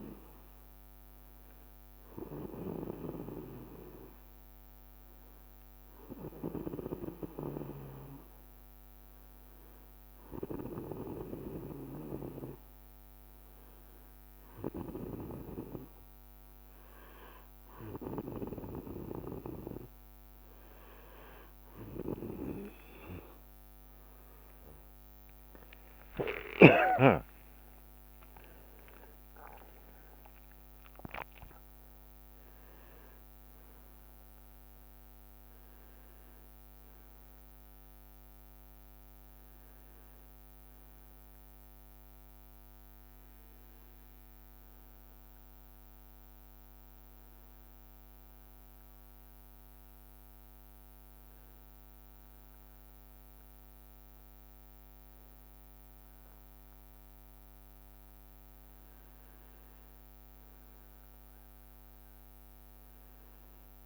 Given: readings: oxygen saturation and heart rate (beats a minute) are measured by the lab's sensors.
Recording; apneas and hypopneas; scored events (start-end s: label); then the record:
breathing in sleep by a microphone on the trachea; 2
0.00-6.00 s: oxygen desaturation (device-marked, oxygen 94% lowest, heart rate 64 extreme)
2.00-20.00 s: hypopnea (oxygen 98% before, 95% lowest, heart rate 71 before, 66 extreme, up 32 after)
24.00-30.00 s: arousal
25.50-33.50 s: leg movement (device-marked)
48.50-59.50 s: hypopnea (oxygen 99% before, 96% lowest, heart rate 79 before, 63 extreme, up 6 after)
61.00-63.86 s: arousal
From the record:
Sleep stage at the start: N2 (light sleep); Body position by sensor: on the back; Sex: male